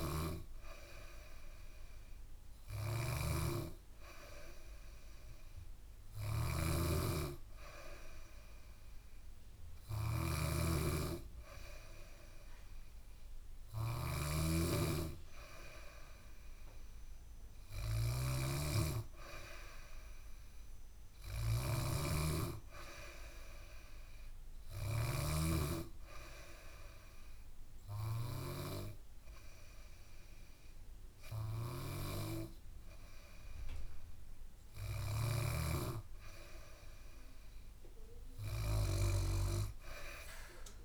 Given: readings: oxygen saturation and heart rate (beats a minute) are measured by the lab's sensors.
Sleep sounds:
breathing in sleep by a room microphone; 1
0.00-25.00 s: snoring (device-marked)
20.00-23.00 s: arousal
26.00-36.50 s: obstructive apnea (oxygen 97% before, 92% lowest, heart rate 69 before, 63 extreme, up 1 after)
38.50-40.85 s: arousal
From the record:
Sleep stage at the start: N2 (light sleep); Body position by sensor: on the back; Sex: female

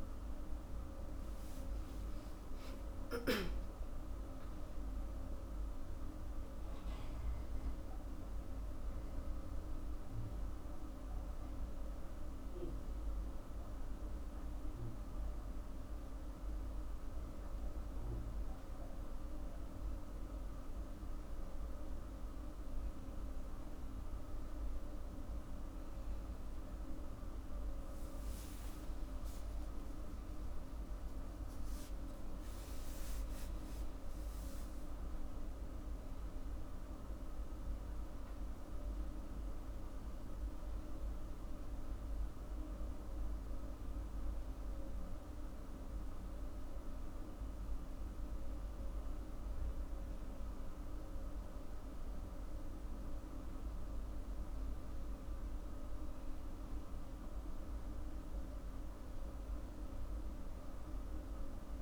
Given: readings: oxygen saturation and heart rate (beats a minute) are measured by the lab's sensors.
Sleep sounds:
breathing in sleep, hard to hear, by a room microphone; none
1.50-5.50 s: arousal
30.00-34.50 s: arousal
34.50-61.82 s: new sleep stage, N2 (light sleep)
From the record:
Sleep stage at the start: N1 (lightest sleep); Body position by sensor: on the back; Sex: female

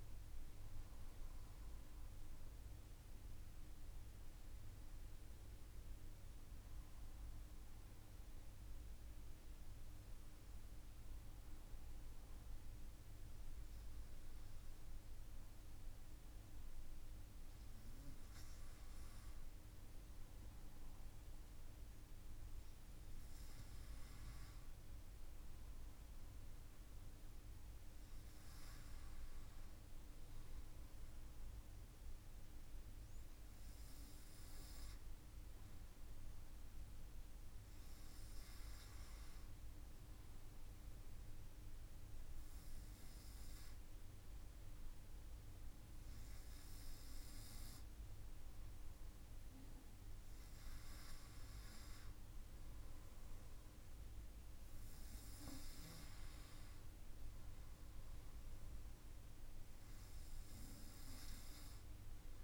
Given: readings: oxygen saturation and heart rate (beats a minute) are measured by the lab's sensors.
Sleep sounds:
breathing in sleep, hard to hear, by a room microphone; none
2.50-62.44 s: new sleep stage, N2 (light sleep)
From the record:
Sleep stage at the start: N1 (lightest sleep); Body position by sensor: on the front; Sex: male

